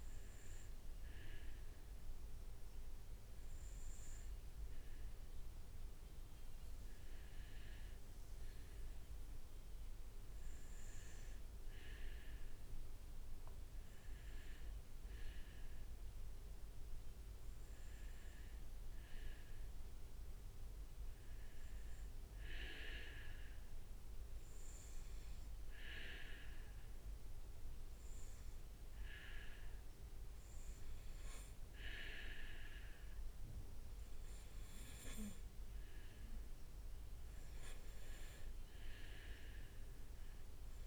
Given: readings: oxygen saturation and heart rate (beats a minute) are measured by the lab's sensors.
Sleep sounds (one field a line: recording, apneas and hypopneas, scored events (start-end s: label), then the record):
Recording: breathing in sleep by a room microphone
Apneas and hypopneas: 1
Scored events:
7.00-10.00 s: leg movement (device-marked)
25.00-36.50 s: obstructive apnea (oxygen 98% before, 95% lowest, heart rate 70 before, 71 extreme, up 1 after)
From the record:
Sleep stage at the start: N2 (light sleep)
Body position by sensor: on the right side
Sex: male